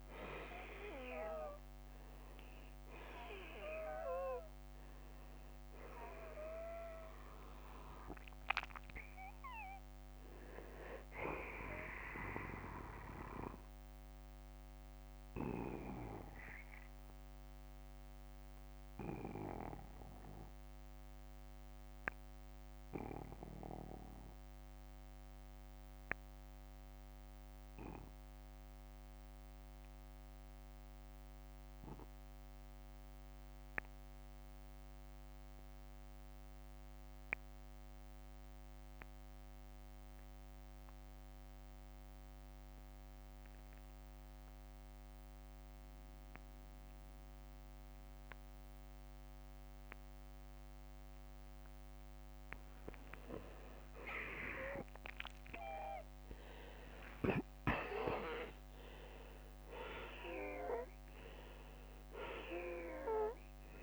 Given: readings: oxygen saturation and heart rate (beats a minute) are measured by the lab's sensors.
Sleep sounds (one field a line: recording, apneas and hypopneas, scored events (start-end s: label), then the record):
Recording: breathing in sleep by a microphone on the trachea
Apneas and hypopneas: 1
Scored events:
0.00-32.00 s: oxygen desaturation (device-marked, oxygen 79% lowest, heart rate 44 extreme)
14.00-51.50 s: obstructive apnea (oxygen 95% before, 78% lowest, heart rate 63 before, 44 extreme, up 23 after)
25.50-27.50 s: long interval between heartbeats (device-marked, heart rate 62 before, 55 extreme)
46.00-63.83 s: oxygen desaturation (device-marked, oxygen 95% before, 78% lowest, heart rate 50 before, 43 extreme)
53.50-57.00 s: arousal
59.50-61.50 s: long interval between heartbeats (device-marked, heart rate 48 before, 67 extreme)
From the record:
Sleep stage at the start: N2 (light sleep)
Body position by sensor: on the back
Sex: male